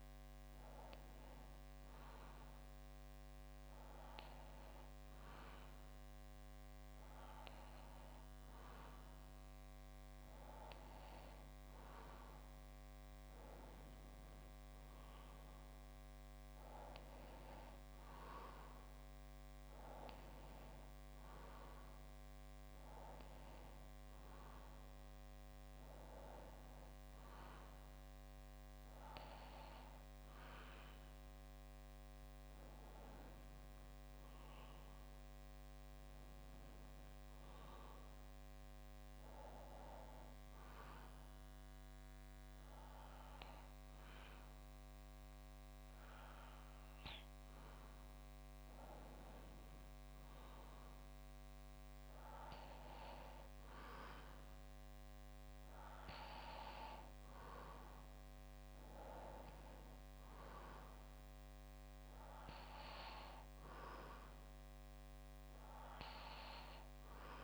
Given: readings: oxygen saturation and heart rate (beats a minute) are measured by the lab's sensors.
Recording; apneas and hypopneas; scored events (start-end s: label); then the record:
breathing in sleep by a microphone on the trachea; none
59.00-62.50 s: arousal
From the record:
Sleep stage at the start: N2 (light sleep); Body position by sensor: on the back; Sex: male